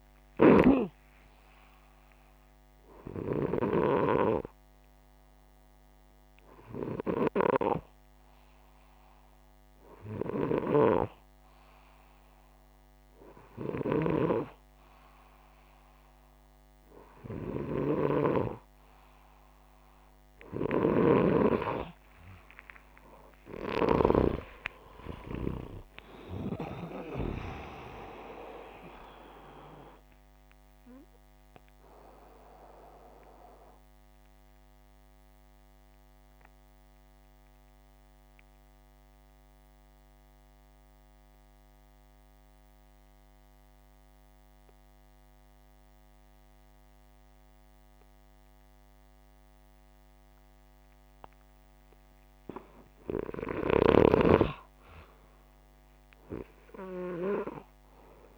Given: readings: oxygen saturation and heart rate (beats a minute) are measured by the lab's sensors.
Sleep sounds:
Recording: breathing in sleep by a microphone on the trachea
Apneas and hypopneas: 1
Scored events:
13.00-20.50 s: snoring (device-marked)
21.50-26.00 s: arousal
29.00-52.50 s: obstructive apnea (oxygen 96% before, 87% lowest, heart rate 156 before, 137 extreme, up 20 after)
53.50-56.50 s: arousal
From the record:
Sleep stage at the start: N2 (light sleep)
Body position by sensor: upright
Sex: male

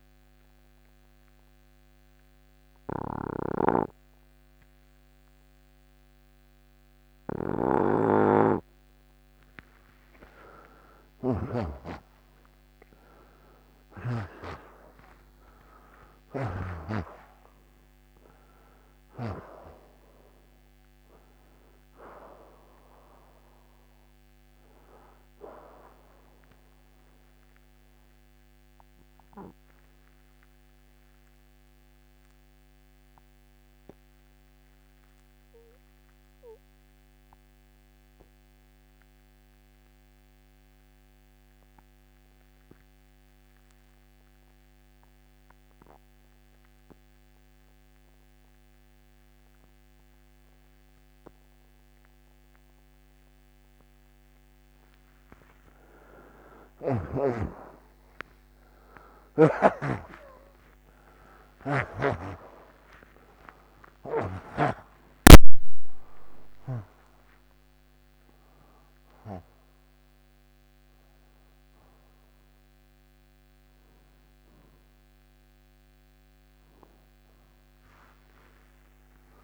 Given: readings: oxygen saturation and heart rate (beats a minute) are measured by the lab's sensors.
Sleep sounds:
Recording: breathing in sleep by a microphone on the trachea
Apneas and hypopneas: 1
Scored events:
10.50-16.50 s: arousal
21.00-41.00 s: oxygen desaturation (device-marked, oxygen 95% before, 87% lowest, heart rate 73 before, 62 extreme)
34.00-54.00 s: obstructive apnea (oxygen 96% before, 87% lowest, heart rate 71 before, 62 extreme, up 28 after)
49.00-58.00 s: oxygen desaturation (device-marked, oxygen 98% before, 93% lowest, heart rate 63 before, 62 extreme)
57.50-64.50 s: arousal
75.00-79.44 s: oxygen desaturation (device-marked, oxygen 94% before, 87% lowest, heart rate 91 before, 70 extreme)
From the record:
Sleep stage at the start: N2 (light sleep)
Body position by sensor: on the right side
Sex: male

